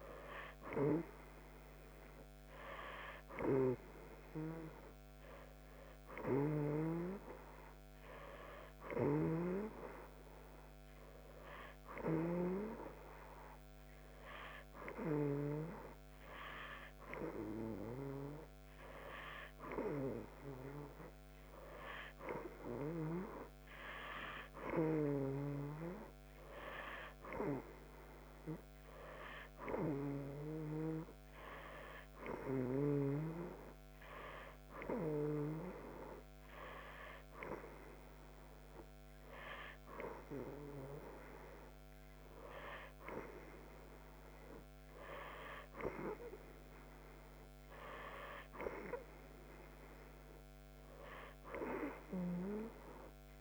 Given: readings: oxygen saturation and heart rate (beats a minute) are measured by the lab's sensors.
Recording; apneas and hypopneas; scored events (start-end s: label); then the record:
breathing in sleep by a microphone on the trachea; none
none scored
From the record:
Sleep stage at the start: N2 (light sleep); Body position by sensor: on the right side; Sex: female